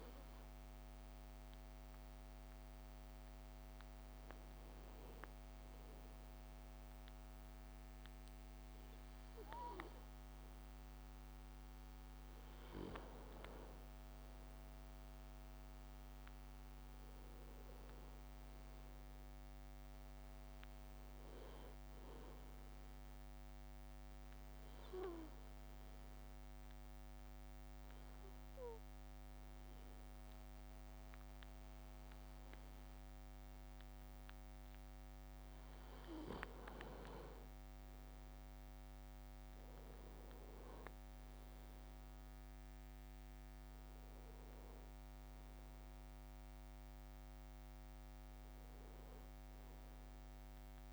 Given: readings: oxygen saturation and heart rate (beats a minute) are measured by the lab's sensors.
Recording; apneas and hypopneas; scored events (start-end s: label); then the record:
breathing in sleep by a microphone on the trachea; 1
14.50-18.00 s: arousal
14.50-26.50 s: drop in pulse transit time (device-marked, heart rate 55 before, 53 extreme)
24.00-36.50 s: obstructive apnea (oxygen 98% before, 95% lowest, heart rate 55 before, 52 extreme, up 5 after)
37.00-39.00 s: leg movement (device-marked)
38.50-41.50 s: arousal
39.50-50.93 s: drop in pulse transit time (device-marked, heart rate 56 before, 52 extreme)
From the record:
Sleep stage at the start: N2 (light sleep); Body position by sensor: on the back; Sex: male